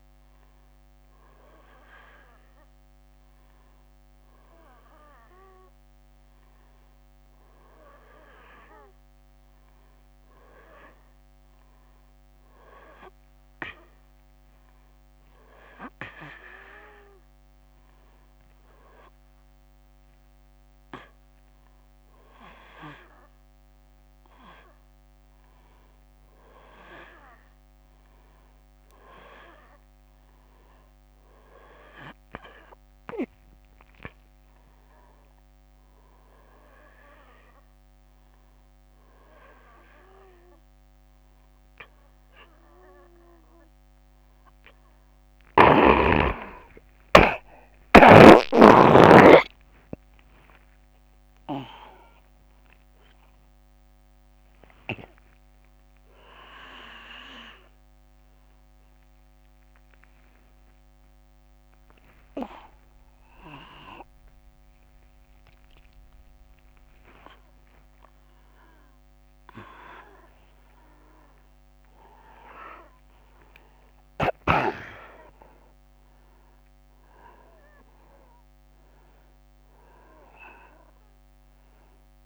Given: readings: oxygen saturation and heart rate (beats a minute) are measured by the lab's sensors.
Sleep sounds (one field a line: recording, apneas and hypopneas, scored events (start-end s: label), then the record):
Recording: a person awake in a sleep study, by a microphone on the trachea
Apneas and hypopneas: none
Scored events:
none scored
From the record:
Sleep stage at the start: awake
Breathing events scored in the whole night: 243 in 4.0 hours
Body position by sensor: on the back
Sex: male